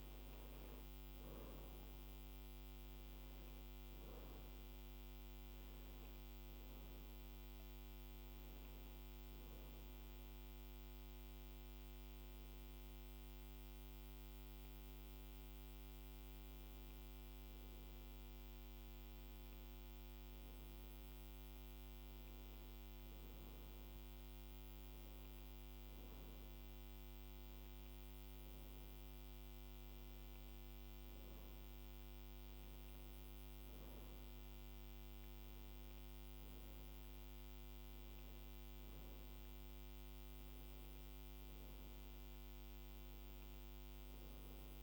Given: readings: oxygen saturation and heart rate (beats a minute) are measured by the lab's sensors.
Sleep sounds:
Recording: a person awake in a sleep study, hard to hear, by a microphone on the trachea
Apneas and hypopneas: none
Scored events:
none scored
From the record:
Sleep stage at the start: awake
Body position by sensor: on the back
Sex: female

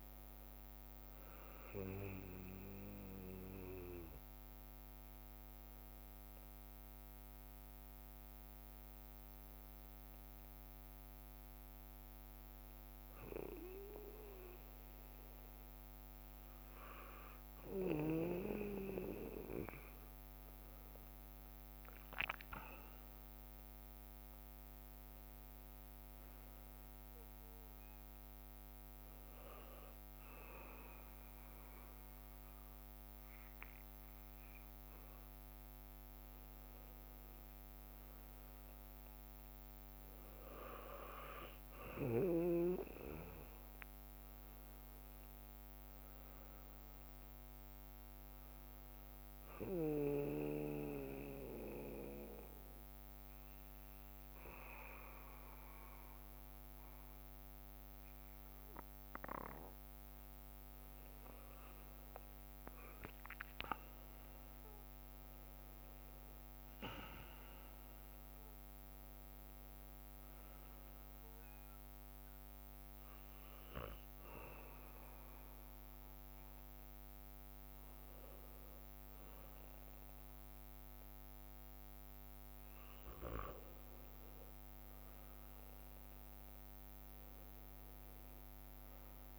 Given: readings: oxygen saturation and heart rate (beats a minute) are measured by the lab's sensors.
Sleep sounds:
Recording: breathing in sleep by a microphone on the trachea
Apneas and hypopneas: 3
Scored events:
0.00-10.00 s: oxygen desaturation (device-marked, oxygen 91% lowest, heart rate 57 extreme)
3.00-11.00 s: bradycardia (device-marked, heart rate 61 before, 57 extreme)
8.00-24.00 s: drop in pulse transit time (device-marked, heart rate 62 before, 57 extreme)
8.50-20.00 s: hypopnea (oxygen 97% before, 93% lowest, heart rate 62 before, 57 extreme, up 5 after)
13.00-18.00 s: bradycardia (device-marked, heart rate 61 before, 59 extreme)
19.00-23.00 s: leg movement (device-marked)
22.00-26.00 s: arousal
29.00-36.00 s: bradycardia (device-marked, heart rate 61 before, 57 extreme)
32.00-34.00 s: leg movement (device-marked)
35.50-38.50 s: leg movement (device-marked)
37.00-62.00 s: drop in pulse transit time (device-marked, heart rate 60 before, 58 extreme)
43.50-47.00 s: arousal
47.50-48.50 s: leg movement (device-marked)
49.50-52.00 s: leg movement (device-marked)
50.00-61.00 s: obstructive apnea (oxygen 97% before, 93% lowest, heart rate 60 before, 58 extreme, up 7 after)
51.00-58.00 s: bradycardia (device-marked, heart rate 61 before, 58 extreme)
60.00-67.00 s: leg movement (device-marked)
62.50-67.00 s: arousal
68.50-70.00 s: leg movement (device-marked)
69.00-79.00 s: oxygen desaturation (device-marked, oxygen 96% before, 93% lowest, heart rate 61 before, 57 extreme)
71.00-83.00 s: bradycardia (device-marked, heart rate 61 before, 58 extreme)
72.00-83.50 s: hypopnea (oxygen 97% before, 93% lowest, heart rate 61 before, 56 extreme, up 5 after)
76.00-77.00 s: leg movement (device-marked)
76.00-89.00 s: drop in pulse transit time (device-marked, heart rate 61 before, 58 extreme)
77.50-80.00 s: leg movement (device-marked)
83.50-85.00 s: leg movement (device-marked)
87.50-89.39 s: arousal
87.50-89.39 s: leg movement (device-marked)
From the record:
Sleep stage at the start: N2 (light sleep)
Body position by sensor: on the back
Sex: male

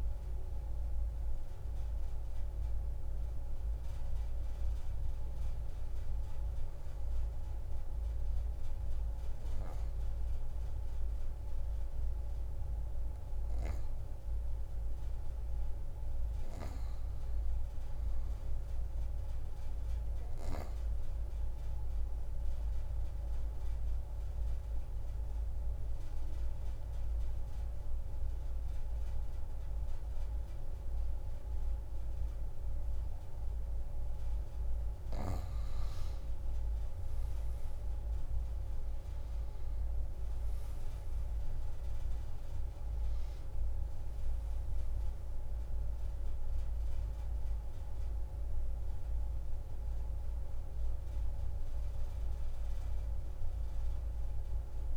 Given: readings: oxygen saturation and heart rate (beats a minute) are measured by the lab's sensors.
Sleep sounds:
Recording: breathing in sleep, hard to hear, by a room microphone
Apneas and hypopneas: 1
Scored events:
0.00-4.50 s: oxygen desaturation (device-marked, oxygen 90% lowest)
13.00-18.00 s: arousal
22.50-35.00 s: obstructive apnea (oxygen 97% before, 88% lowest)
22.50-54.97 s: oxygen desaturation (device-marked, oxygen 96% before, 88% lowest)
37.50-41.00 s: arousal
From the record:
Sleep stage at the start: N2 (light sleep)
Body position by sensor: on the back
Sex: female

